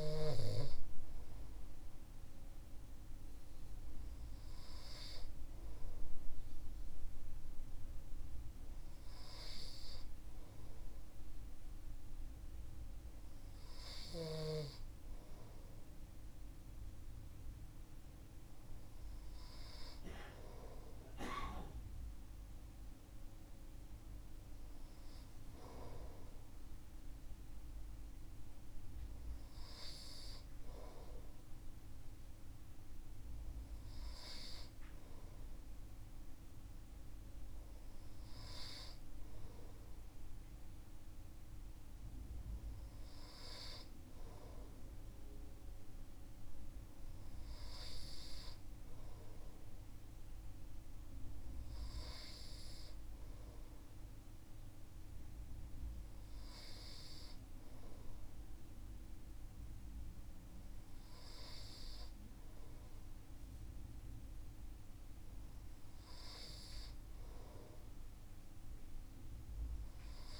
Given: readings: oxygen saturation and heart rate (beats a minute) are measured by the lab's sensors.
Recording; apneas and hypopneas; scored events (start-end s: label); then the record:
breathing in sleep by a room microphone; none
none scored
From the record:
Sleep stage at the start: N2 (light sleep); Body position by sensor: on the right side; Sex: male